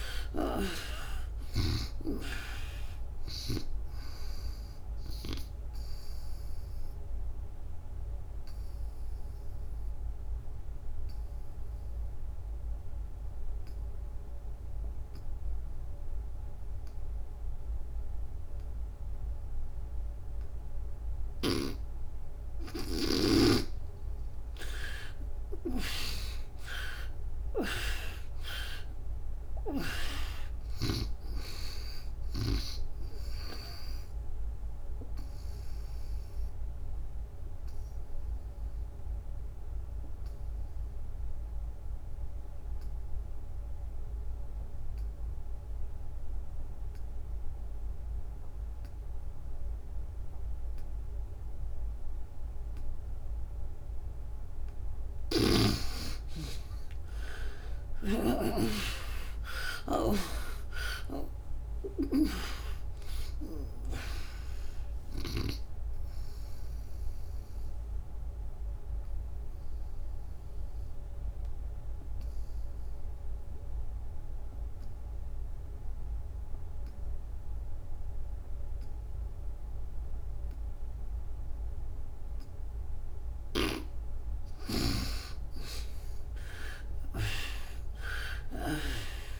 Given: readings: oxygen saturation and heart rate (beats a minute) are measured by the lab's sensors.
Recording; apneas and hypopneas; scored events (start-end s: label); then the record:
breathing in sleep by a room microphone; 3
0.00-1.50 s: arousal
0.00-17.00 s: oxygen desaturation (device-marked, oxygen 76% lowest, heart rate 64 extreme)
6.50-22.00 s: obstructive apnea (oxygen 96% before, 75% lowest, heart rate 79 before, 64 extreme, up 17 after)
26.00-29.50 s: arousal
33.00-47.00 s: oxygen desaturation (device-marked, oxygen 97% before, 78% lowest, heart rate 72 before, 62 extreme)
36.00-53.50 s: obstructive apnea (oxygen 97% before, 75% lowest, heart rate 76 before, 62 extreme, up 38 after)
56.00-83.00 s: oxygen desaturation (device-marked, oxygen 97% before, 75% lowest, heart rate 67 before, 61 extreme)
57.50-62.00 s: arousal
67.00-83.00 s: obstructive apnea (oxygen 97% before, 75% lowest, heart rate 85 before, 61 extreme, up 42 after)
84.00-89.40 s: snoring (device-marked)
85.50-89.40 s: arousal
From the record:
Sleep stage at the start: N2 (light sleep); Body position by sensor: on the back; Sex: female